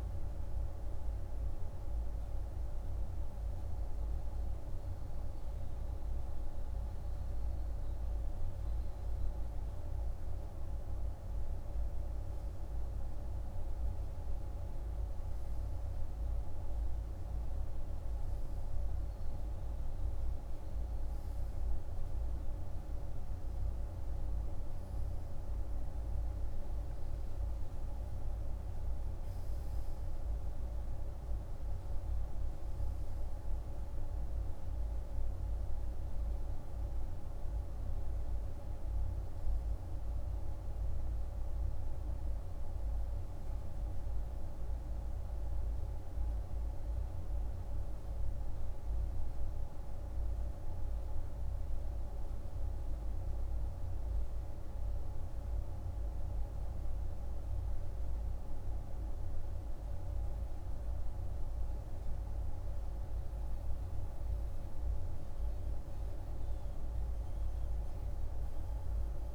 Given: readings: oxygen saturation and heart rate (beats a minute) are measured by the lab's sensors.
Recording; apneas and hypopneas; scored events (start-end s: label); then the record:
breathing in sleep, hard to hear, by a room microphone; none
none scored
From the record:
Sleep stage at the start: N2 (light sleep); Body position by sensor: on the right side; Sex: male